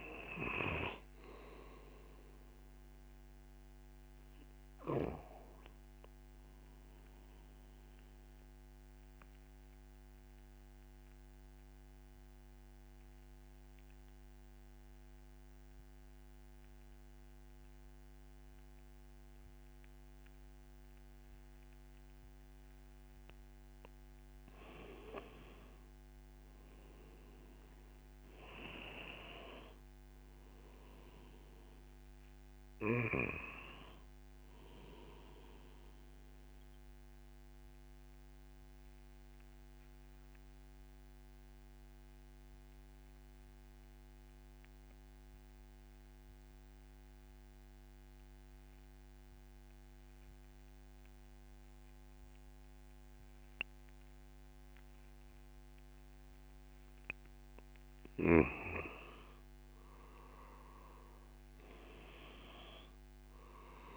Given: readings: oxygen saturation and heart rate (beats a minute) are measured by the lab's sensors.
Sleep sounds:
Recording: breathing in sleep by a microphone on the trachea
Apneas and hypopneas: 2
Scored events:
8.00-24.00 s: obstructive apnea (oxygen 95% before, 90% lowest)
25.00-29.00 s: arousal
36.00-56.50 s: obstructive apnea (oxygen 95% before, 90% lowest)
58.00-61.50 s: arousal
62.00-63.96 s: oxygen desaturation (device-marked, oxygen 96% before, 90% lowest)
From the record:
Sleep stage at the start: N2 (light sleep)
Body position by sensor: on the back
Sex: male

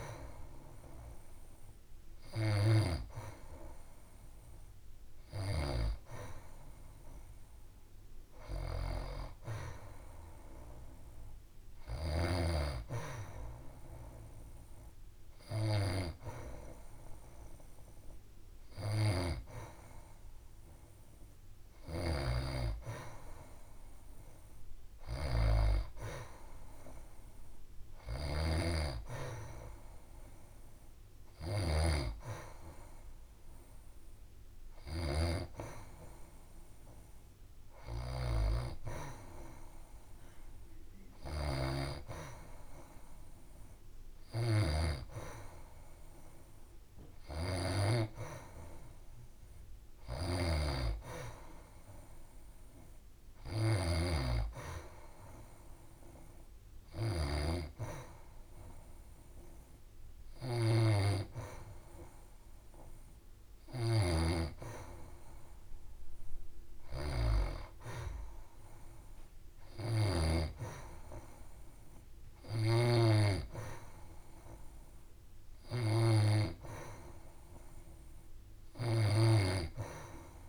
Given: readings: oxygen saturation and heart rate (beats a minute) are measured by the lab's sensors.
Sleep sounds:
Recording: breathing in sleep by a room microphone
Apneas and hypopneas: none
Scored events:
none scored
From the record:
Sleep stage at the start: N2 (light sleep)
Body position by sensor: on the back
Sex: female

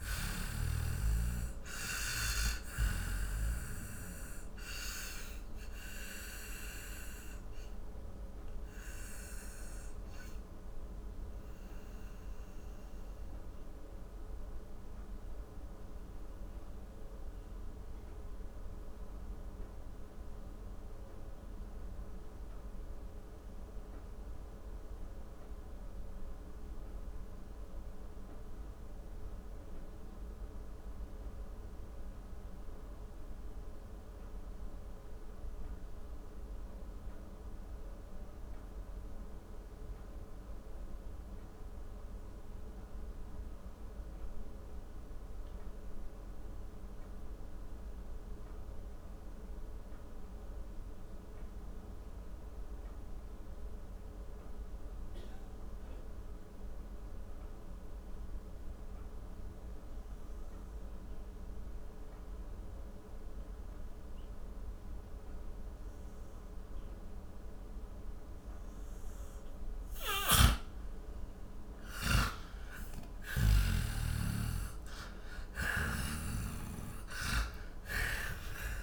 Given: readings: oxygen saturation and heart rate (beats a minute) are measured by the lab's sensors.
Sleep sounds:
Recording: breathing in sleep by a room microphone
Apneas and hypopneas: 1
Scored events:
0.00-34.00 s: oxygen desaturation (device-marked, oxygen 79% lowest, heart rate 37 extreme)
5.00-69.50 s: mixed apnea (oxygen 97% before, 79% lowest, heart rate 66 before, 37 extreme, up 21 after)
55.00-78.83 s: oxygen desaturation (device-marked, oxygen 99% before, 89% lowest, heart rate 47 before, 49 extreme)
70.00-73.50 s: snoring (device-marked)
71.00-74.50 s: arousal
75.50-78.83 s: snoring (device-marked)
From the record:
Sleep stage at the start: N2 (light sleep)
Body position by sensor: on the back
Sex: male

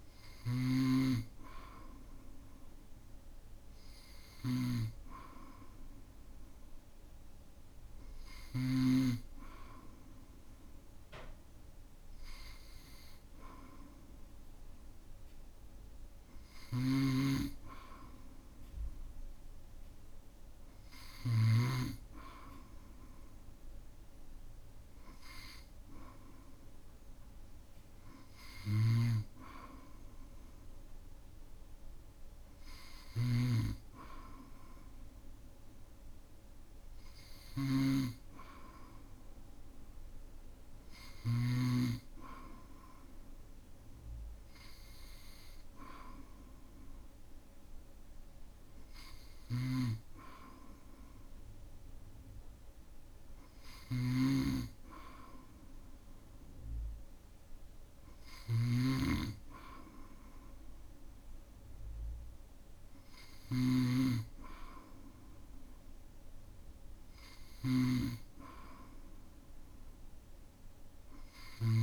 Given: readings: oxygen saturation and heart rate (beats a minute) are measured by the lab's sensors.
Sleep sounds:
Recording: breathing in sleep by a room microphone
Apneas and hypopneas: none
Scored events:
0.00-9.00 s: snoring (device-marked)
16.50-21.50 s: snoring (device-marked)
28.50-41.50 s: snoring (device-marked)
49.50-71.83 s: snoring (device-marked)
From the record:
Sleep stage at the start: N2 (light sleep)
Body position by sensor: on the back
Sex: male

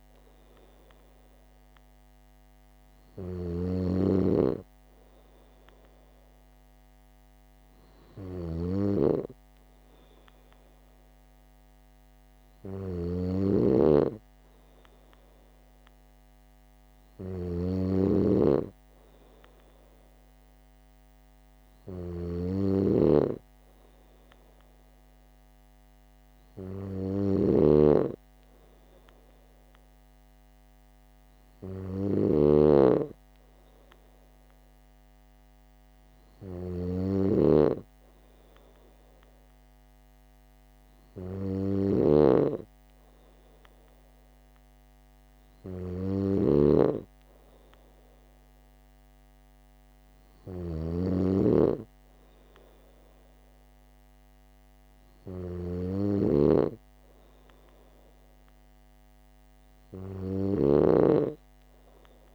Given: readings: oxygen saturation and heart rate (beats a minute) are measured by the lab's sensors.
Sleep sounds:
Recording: breathing in sleep by a microphone on the trachea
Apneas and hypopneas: none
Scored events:
0.00-62.35 s: snoring (device-marked)
From the record:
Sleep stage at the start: N2 (light sleep)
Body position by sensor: on the right side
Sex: female

